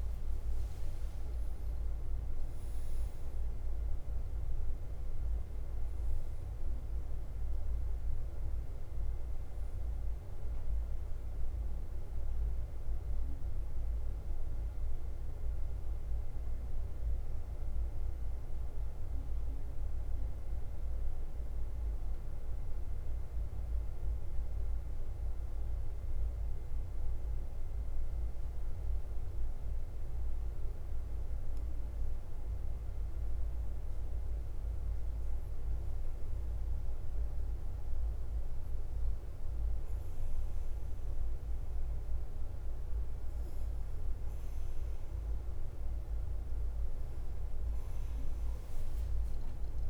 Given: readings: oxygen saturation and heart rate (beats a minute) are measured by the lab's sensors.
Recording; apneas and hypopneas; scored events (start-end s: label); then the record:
breathing in sleep, hard to hear, by a room microphone; 1
0.00-49.90 s: bradycardia (device-marked, heart rate 40 extreme)
17.00-33.50 s: obstructive apnea (oxygen 99% before, 93% lowest, heart rate 49 before, 48 extreme, up 1 after)
23.50-33.50 s: oxygen desaturation (device-marked, oxygen 96% before, 93% lowest, heart rate 50 before, 49 extreme)
35.50-38.50 s: arousal
From the record:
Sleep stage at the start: N2 (light sleep); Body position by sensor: on the front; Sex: male